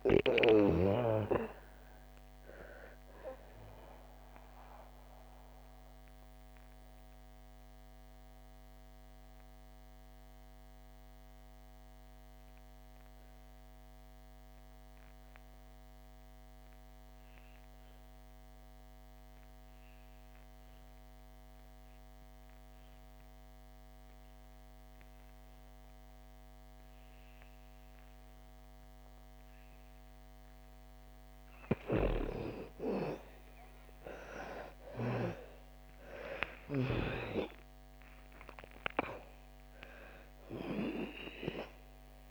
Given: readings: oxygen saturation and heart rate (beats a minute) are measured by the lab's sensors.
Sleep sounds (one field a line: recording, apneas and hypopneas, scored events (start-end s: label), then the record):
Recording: breathing in sleep by a microphone on the trachea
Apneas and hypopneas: 1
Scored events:
0.00-22.00 s: oxygen desaturation (device-marked, oxygen 77% lowest, heart rate 58 extreme)
4.50-30.00 s: obstructive apnea (oxygen 98% before, 77% lowest, heart rate 67 before, 56 extreme, up 23 after)
24.00-42.31 s: oxygen desaturation (device-marked, oxygen 98% before, 78% lowest, heart rate 63 before, 56 extreme)
31.50-35.00 s: snoring (device-marked)
32.00-38.00 s: arousal
From the record:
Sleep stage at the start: N2 (light sleep)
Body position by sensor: on the back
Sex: female